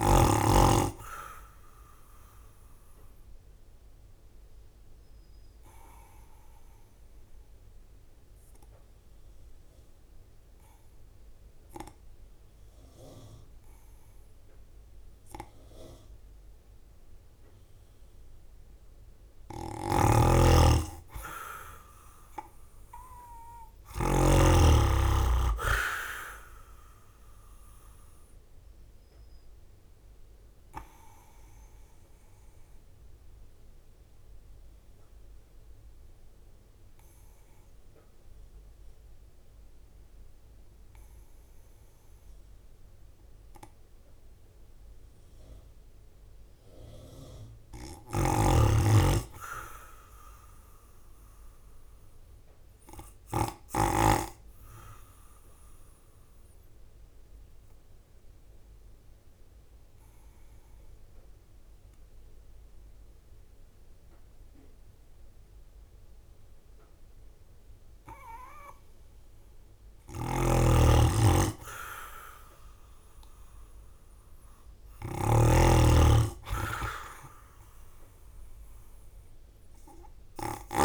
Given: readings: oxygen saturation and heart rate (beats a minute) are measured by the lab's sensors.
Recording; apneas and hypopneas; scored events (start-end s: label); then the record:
breathing in sleep by a room microphone; 3
0.00-10.00 s: oxygen desaturation (device-marked, oxygen 94% lowest, heart rate 53 extreme)
0.00-11.00 s: drop in pulse transit time (device-marked, heart rate 55 extreme)
5.00-17.50 s: obstructive apnea (oxygen 98% before, 93% lowest, heart rate 55 before, 51 extreme, up 8 after)
19.50-24.00 s: snoring (device-marked)
21.50-25.00 s: arousal
25.00-38.00 s: drop in pulse transit time (device-marked, heart rate 55 before, 53 extreme)
31.50-46.00 s: obstructive apnea (oxygen 97% before, 93% lowest, heart rate 56 before, 51 extreme, up 6 after)
47.50-50.50 s: arousal
52.00-60.00 s: oxygen desaturation (device-marked, oxygen 97% before, 93% lowest, heart rate 53 before, 51 extreme)
53.00-62.00 s: drop in pulse transit time (device-marked, heart rate 53 before, 52 extreme)
56.00-67.50 s: obstructive apnea (oxygen 97% before, 93% lowest, heart rate 54 before, 51 extreme, up 7 after)
69.50-75.00 s: snoring (device-marked)
70.50-74.50 s: arousal
75.00-80.85 s: drop in pulse transit time (device-marked, heart rate 54 before, 52 extreme)
78.00-80.85 s: oxygen desaturation (device-marked, oxygen 98% before, 94% lowest, heart rate 54 before, 52 extreme)
From the record:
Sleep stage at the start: N2 (light sleep); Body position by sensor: on the right side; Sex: male